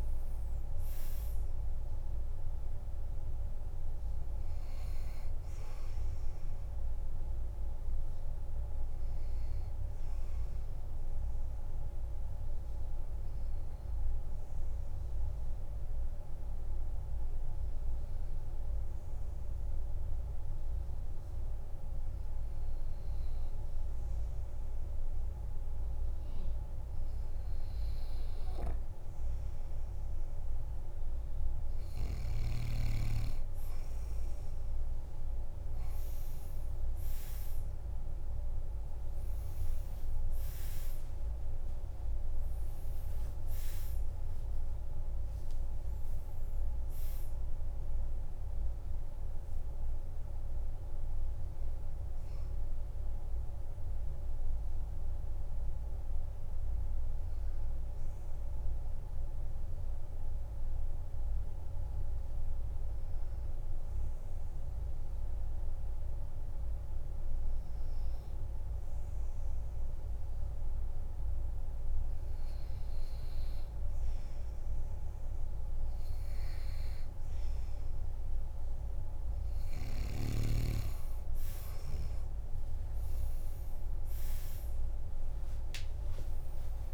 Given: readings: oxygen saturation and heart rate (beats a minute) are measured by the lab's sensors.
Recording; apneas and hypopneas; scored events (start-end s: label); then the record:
breathing in sleep, hard to hear, by a room microphone; 2
0.00-20.50 s: oxygen desaturation (device-marked, oxygen 94% lowest, heart rate 47 extreme)
12.00-29.00 s: obstructive apnea (oxygen 98% before, 93% lowest, heart rate 55 before, 47 extreme, up 8 after)
33.50-36.50 s: arousal
35.50-61.50 s: oxygen desaturation (device-marked, oxygen 98% before, 93% lowest, heart rate 49 before, 46 extreme)
41.50-43.50 s: long interval between heartbeats (device-marked, heart rate 54 before, 89 extreme)
57.00-72.00 s: obstructive apnea (oxygen 98% before, 93% lowest, heart rate 68 before, 46 extreme, up 4 after)
75.00-78.50 s: arousal
80.50-86.94 s: oxygen desaturation (device-marked, oxygen 98% before, 93% lowest, heart rate 49 before, 47 extreme)
From the record:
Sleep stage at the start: N2 (light sleep); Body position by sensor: on the back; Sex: male